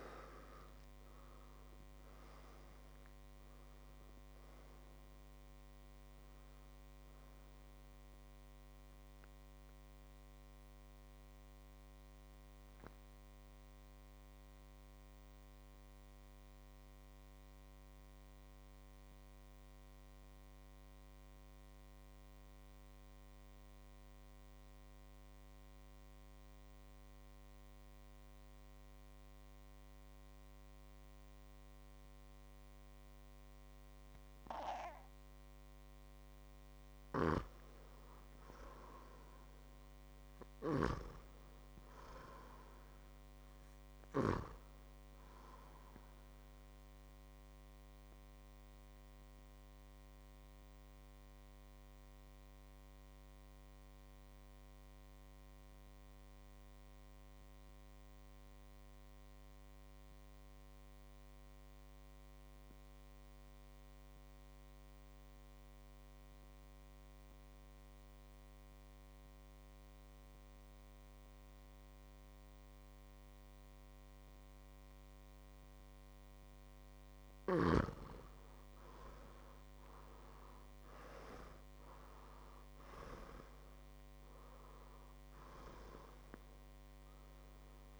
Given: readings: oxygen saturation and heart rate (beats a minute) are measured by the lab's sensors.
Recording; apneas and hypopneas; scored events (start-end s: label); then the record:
breathing in sleep by a microphone on the trachea; 2
0.00-1.50 s: arousal
0.00-13.00 s: oxygen desaturation (device-marked, oxygen 87% lowest, heart rate 53 extreme)
10.50-35.50 s: mixed apnea (oxygen 98% before, 88% lowest, heart rate 70 before, 53 extreme, up 6 after)
15.00-27.00 s: oxygen desaturation (device-marked, oxygen 93% before, 88% lowest, heart rate 69 before, 53 extreme)
38.00-41.50 s: arousal
40.00-60.00 s: oxygen desaturation (device-marked, oxygen 100% before, 92% lowest, heart rate 57 before, 58 extreme)
47.00-76.50 s: mixed apnea (oxygen 100% before, 89% lowest, heart rate 59 before, 56 extreme, up 6 after)
75.00-87.99 s: oxygen desaturation (device-marked, oxygen 99% before, 89% lowest, heart rate 60 before, 56 extreme)
79.00-83.00 s: arousal
From the record:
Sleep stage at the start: N2 (light sleep); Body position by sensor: on the back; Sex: male